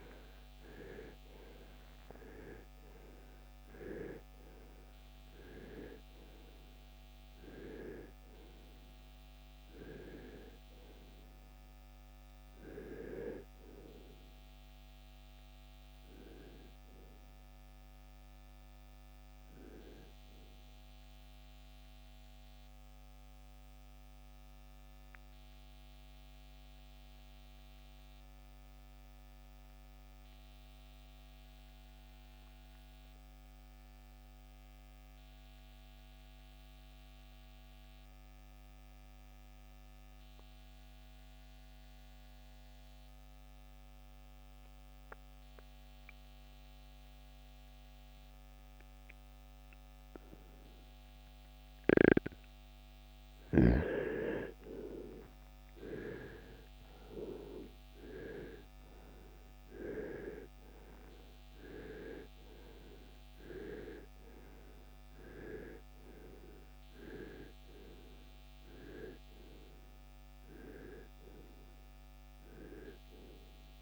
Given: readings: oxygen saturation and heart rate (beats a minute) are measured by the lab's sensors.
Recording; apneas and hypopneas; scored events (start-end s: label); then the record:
breathing in sleep by a microphone on the trachea; 1
2.50-12.50 s: oxygen desaturation (device-marked, oxygen 96% before, 93% lowest, heart rate 58 before, 64 extreme)
20.50-51.50 s: mixed apnea (oxygen 97% before, 80% lowest, heart rate 77 before, 47 extreme, up 19 after)
23.50-45.50 s: oxygen desaturation (device-marked, oxygen 95% before, 83% lowest, heart rate 80 before, 47 extreme)
52.50-58.00 s: arousal
From the record:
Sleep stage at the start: N2 (light sleep); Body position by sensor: on the right side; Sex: male